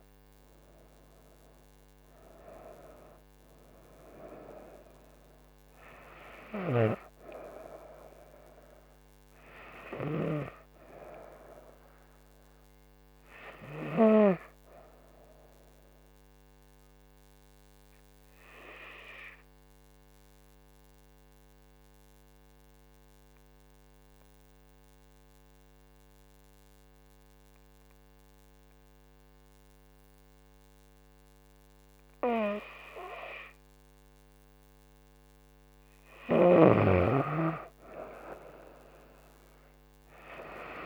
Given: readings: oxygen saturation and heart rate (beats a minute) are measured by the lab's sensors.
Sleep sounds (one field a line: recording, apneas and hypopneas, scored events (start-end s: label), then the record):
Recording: breathing in sleep by a microphone on the trachea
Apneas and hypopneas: 1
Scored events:
0.00-1.00 s: arousal
0.00-11.50 s: oxygen desaturation (device-marked, oxygen 94% lowest, heart rate 66 extreme)
19.50-34.50 s: obstructive apnea (oxygen 97% before, 94% lowest, heart rate 72 before, 68 extreme, up 3 after)
38.00-40.86 s: arousal
38.50-40.86 s: oxygen desaturation (device-marked, oxygen 98% before, 94% lowest, heart rate 69 before, 67 extreme)
From the record:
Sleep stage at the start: N2 (light sleep)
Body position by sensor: on the right side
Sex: female